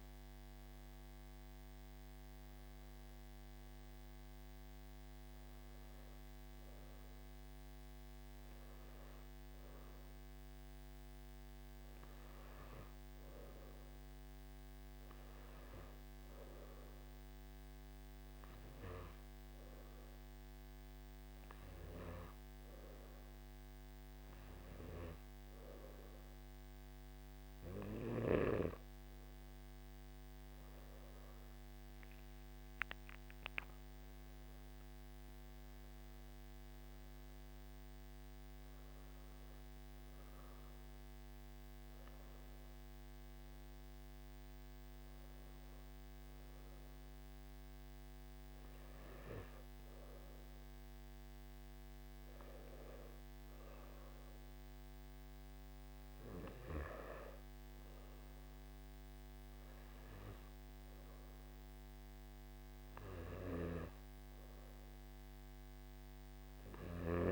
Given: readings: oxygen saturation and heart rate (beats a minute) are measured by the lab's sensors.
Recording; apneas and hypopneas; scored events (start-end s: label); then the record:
breathing in sleep by a microphone on the trachea; none
none scored
From the record:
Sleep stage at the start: N1 (lightest sleep); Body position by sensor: on the back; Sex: male